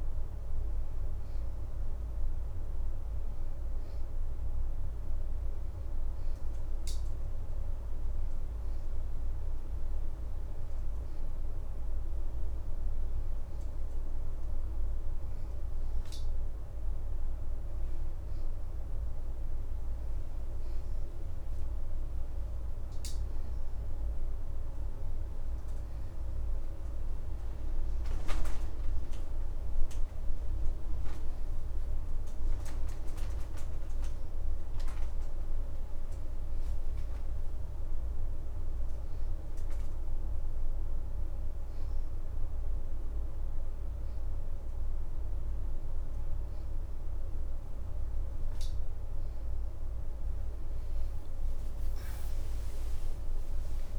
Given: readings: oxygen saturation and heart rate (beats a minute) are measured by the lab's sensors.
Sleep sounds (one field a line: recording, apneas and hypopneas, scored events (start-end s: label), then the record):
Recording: breathing in sleep, hard to hear, by a room microphone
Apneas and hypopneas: 1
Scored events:
3.00-12.00 s: oxygen desaturation (device-marked, oxygen 90% before, 87% lowest, heart rate 78 before, 56 extreme)
8.50-20.00 s: hypopnea (oxygen 92% before, 87% lowest, heart rate 75 before, 56 extreme, up 23 after)
22.00-25.50 s: arousal
23.00-33.00 s: oxygen desaturation (device-marked, oxygen 90% before, 87% lowest, heart rate 68 before, 65 extreme)
37.00-53.99 s: new sleep stage, N1 (lightest sleep)
50.00-53.99 s: arousal
50.50-53.99 s: leg movement (device-marked)
From the record:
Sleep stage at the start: N2 (light sleep)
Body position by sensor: on the right side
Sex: female